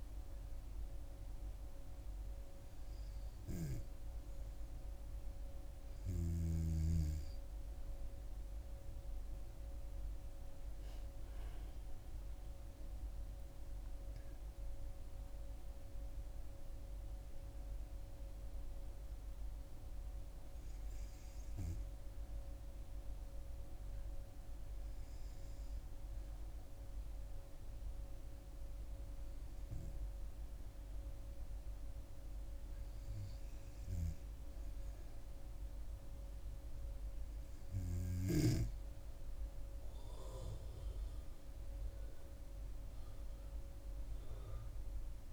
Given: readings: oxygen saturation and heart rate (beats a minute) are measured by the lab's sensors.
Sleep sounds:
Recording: breathing in sleep by a room microphone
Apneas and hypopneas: none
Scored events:
13.00-17.00 s: arousal
From the record:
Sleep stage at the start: N2 (light sleep)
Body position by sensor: on the back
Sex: female

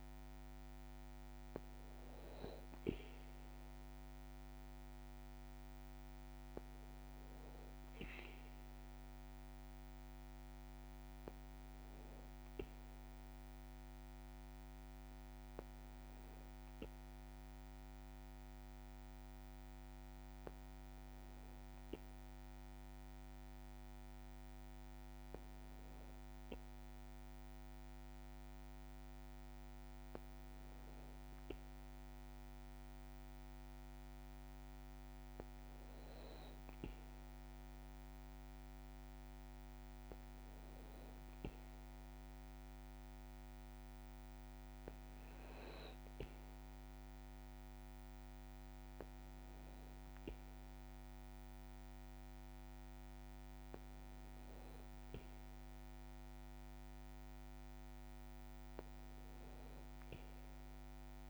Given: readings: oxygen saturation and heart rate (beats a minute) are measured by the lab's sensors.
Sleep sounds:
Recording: breathing in sleep, hard to hear, by a microphone on the trachea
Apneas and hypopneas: 1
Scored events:
0.00-6.00 s: oxygen desaturation (device-marked, oxygen 91% lowest, heart rate 55 extreme)
6.00-9.00 s: arousal
12.50-31.00 s: hypopnea (oxygen 96% before, 95% lowest, heart rate 57 before, 54 extreme, up 1 after)
34.00-37.50 s: arousal
From the record:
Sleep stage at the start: N2 (light sleep)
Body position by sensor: on the back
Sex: male

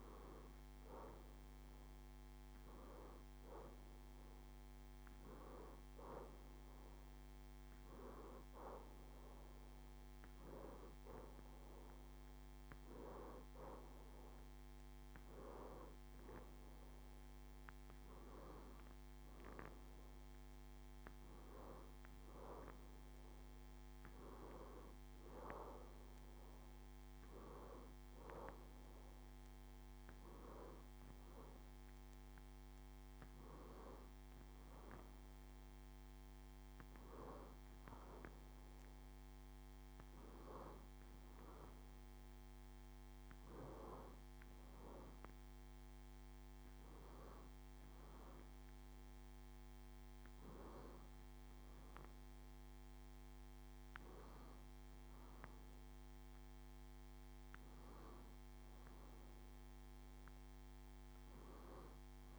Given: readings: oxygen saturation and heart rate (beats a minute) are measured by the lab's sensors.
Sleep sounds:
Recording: breathing in sleep by a microphone on the trachea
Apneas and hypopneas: none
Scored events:
none scored
From the record:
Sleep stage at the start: N2 (light sleep)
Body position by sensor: on the back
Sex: female

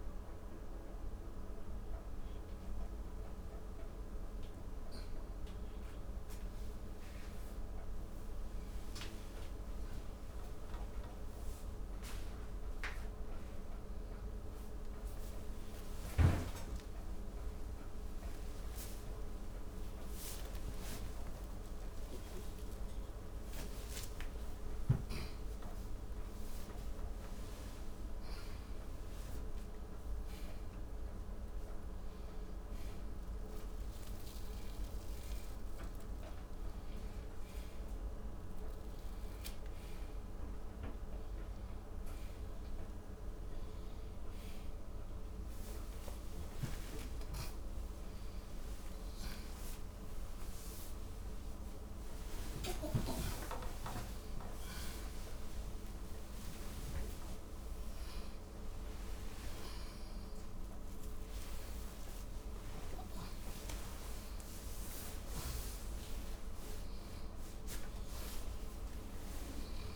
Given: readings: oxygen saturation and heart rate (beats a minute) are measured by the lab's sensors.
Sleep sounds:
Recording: a person awake in a sleep study, hard to hear, by a room microphone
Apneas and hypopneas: none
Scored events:
19.50-24.00 s: snoring (device-marked)
31.50-48.50 s: oxygen desaturation (device-marked, oxygen 98% before, 94% lowest)
47.00-53.00 s: snoring (device-marked)
From the record:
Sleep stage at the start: awake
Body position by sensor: upright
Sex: male

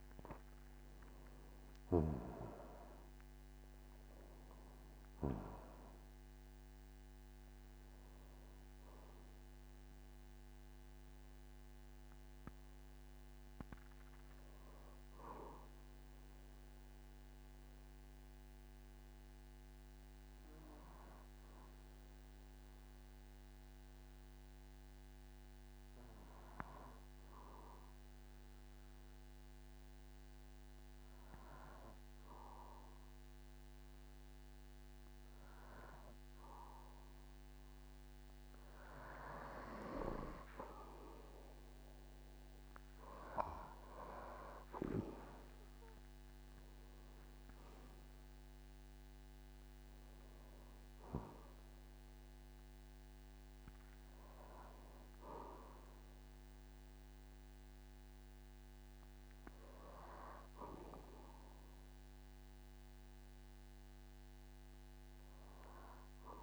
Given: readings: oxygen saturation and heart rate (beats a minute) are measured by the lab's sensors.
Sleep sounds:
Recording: breathing in sleep by a microphone on the trachea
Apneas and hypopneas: 1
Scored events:
0.00-1.50 s: arousal
1.50-30.50 s: oxygen desaturation (device-marked, oxygen 98% before, 94% lowest, heart rate 51 before, 47 extreme)
18.00-36.50 s: obstructive apnea (oxygen 99% before, 93% lowest, heart rate 58 before, 48 extreme, up 4 after)
42.50-66.43 s: oxygen desaturation (device-marked, oxygen 99% before, 93% lowest, heart rate 49 before, 46 extreme)
43.50-48.50 s: arousal
From the record:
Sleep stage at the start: N2 (light sleep)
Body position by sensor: on the back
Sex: male

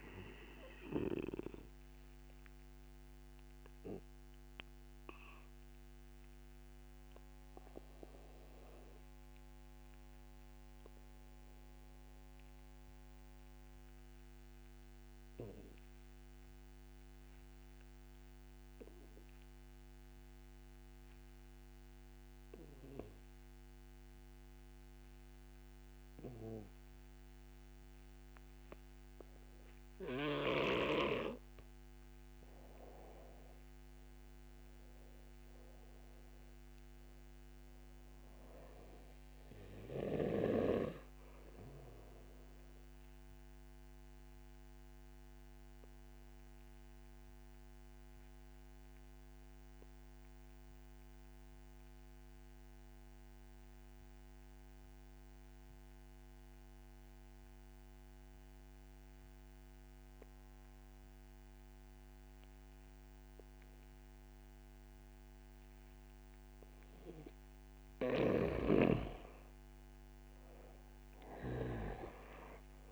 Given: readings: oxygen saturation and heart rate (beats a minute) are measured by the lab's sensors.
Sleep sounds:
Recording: breathing in sleep by a microphone on the trachea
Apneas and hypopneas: 2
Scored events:
0.00-15.00 s: oxygen desaturation (device-marked, oxygen 88% lowest, heart rate 57 extreme)
2.00-30.00 s: obstructive apnea (oxygen 97% before, 87% lowest, heart rate 65 before, 57 extreme, up 7 after)
30.00-57.00 s: oxygen desaturation (device-marked, oxygen 96% before, 87% lowest, heart rate 62 before, 55 extreme)
33.00-35.50 s: arousal
44.00-66.50 s: obstructive apnea (oxygen 97% before, 87% lowest, heart rate 66 before, 55 extreme, up 14 after)
68.50-72.00 s: snoring (device-marked)
69.00-72.50 s: arousal
From the record:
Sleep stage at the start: N2 (light sleep)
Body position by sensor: on the back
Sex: male

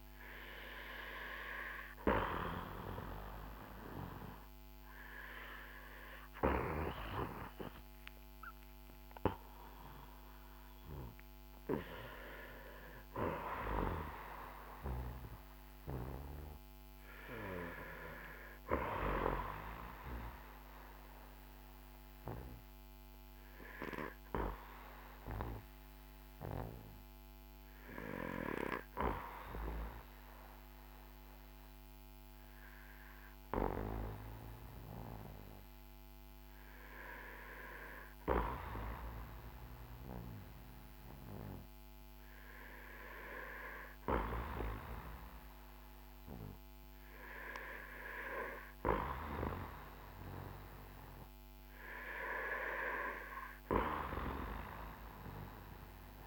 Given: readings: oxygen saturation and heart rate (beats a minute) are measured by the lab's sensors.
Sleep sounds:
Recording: breathing in sleep by a microphone on the trachea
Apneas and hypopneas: none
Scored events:
none scored
From the record:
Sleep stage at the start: N2 (light sleep)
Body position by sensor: on the back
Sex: male

